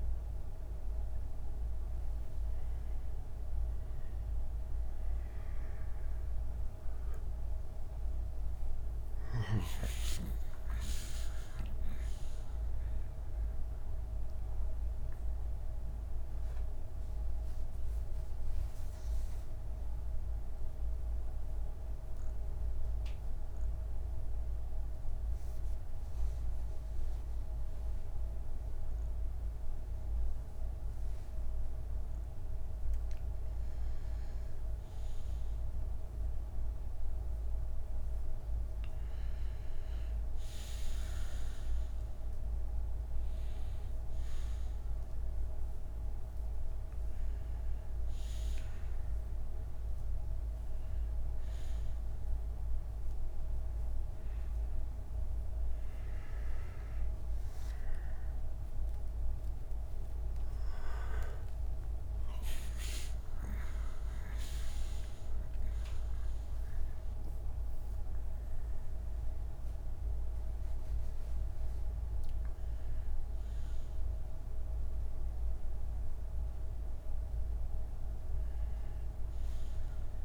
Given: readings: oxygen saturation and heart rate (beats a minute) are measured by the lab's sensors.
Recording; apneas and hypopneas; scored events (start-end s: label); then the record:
a person awake in a sleep study, hard to hear, by a room microphone; none
42.00-59.00 s: oxygen desaturation (device-marked, oxygen 96% before, 90% lowest, heart rate 68 before, 69 extreme)
From the record:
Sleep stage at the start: awake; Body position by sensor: on the back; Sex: male